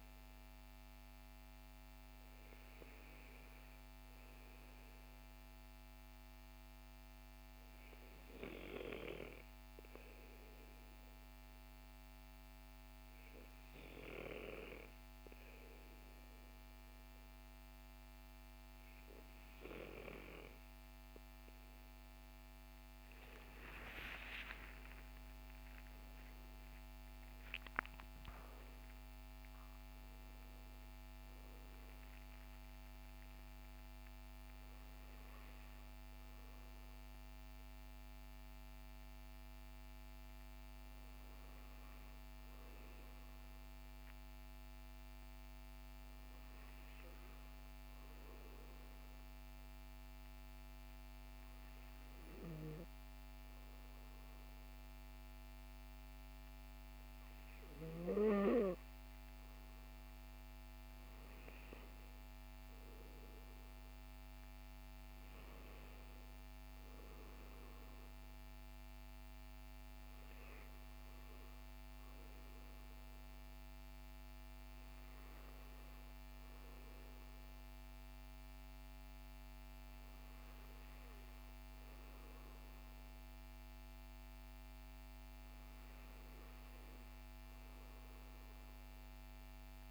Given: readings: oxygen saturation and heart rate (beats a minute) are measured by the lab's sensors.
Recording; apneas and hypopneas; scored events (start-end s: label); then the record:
breathing in sleep by a microphone on the trachea; 2
6.50-20.00 s: hypopnea (oxygen 97% before, 95% lowest, heart rate 54 before, 46 extreme, up 25 after)
23.00-27.00 s: arousal
47.50-59.00 s: hypopnea (oxygen 96% before, 95% lowest, heart rate 54 before, 49 extreme, up 13 after)
61.00-63.50 s: arousal
From the record:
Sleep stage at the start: N2 (light sleep); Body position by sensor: on the back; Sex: male